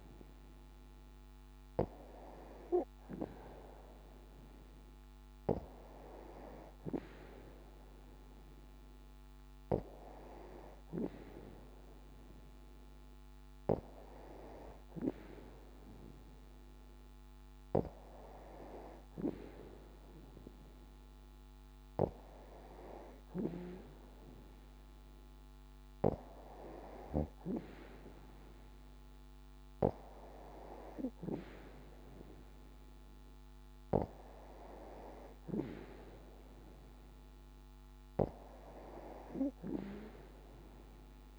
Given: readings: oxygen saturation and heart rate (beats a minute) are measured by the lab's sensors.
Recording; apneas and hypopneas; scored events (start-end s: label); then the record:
breathing in sleep by a microphone on the trachea; none
none scored
From the record:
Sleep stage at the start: N2 (light sleep); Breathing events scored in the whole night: 25 in 6.3 hours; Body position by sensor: on the back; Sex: female